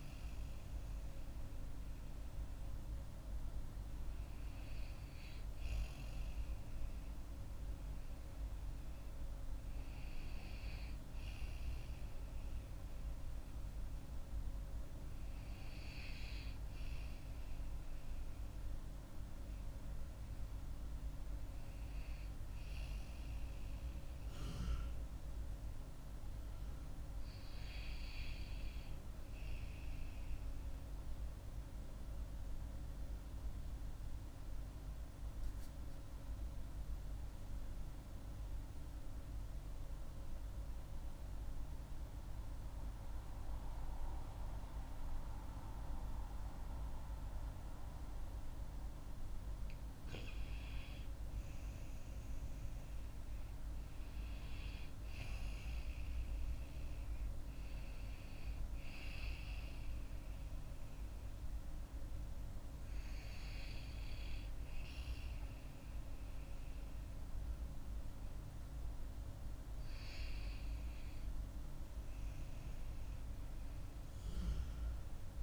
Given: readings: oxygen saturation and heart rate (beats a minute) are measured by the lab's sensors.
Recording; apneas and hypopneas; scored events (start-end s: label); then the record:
breathing in sleep, hard to hear, by a room microphone; 1
0.00-15.00 s: oxygen desaturation (device-marked, oxygen 92% lowest)
19.00-23.00 s: arousal
31.00-50.00 s: obstructive apnea (oxygen 95% before, 90% lowest)
51.50-55.50 s: arousal
73.00-75.42 s: oxygen desaturation (device-marked, oxygen 95% before, 90% lowest)
From the record:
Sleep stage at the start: N2 (light sleep); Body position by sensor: on the back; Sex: female